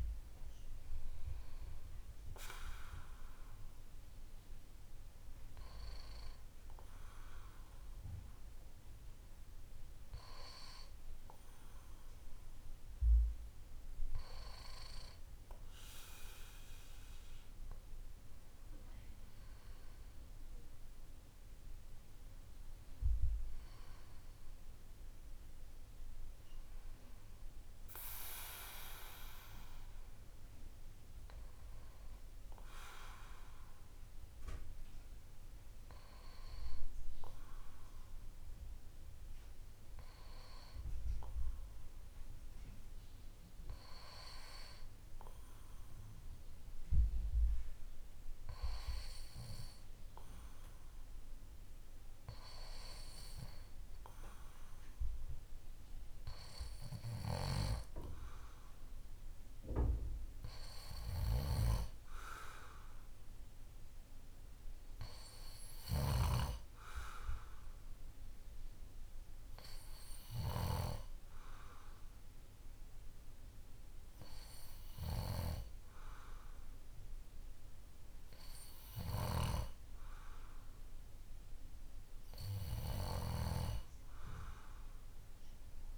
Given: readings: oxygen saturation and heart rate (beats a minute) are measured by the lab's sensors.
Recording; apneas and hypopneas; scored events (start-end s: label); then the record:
breathing in sleep by a room microphone; 1
3.00-16.50 s: hypopnea (oxygen 96% before, 93% lowest, heart rate 55 before, 52 extreme, up 4 after)
18.50-22.00 s: arousal
From the record:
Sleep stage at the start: N2 (light sleep); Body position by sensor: on the back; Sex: male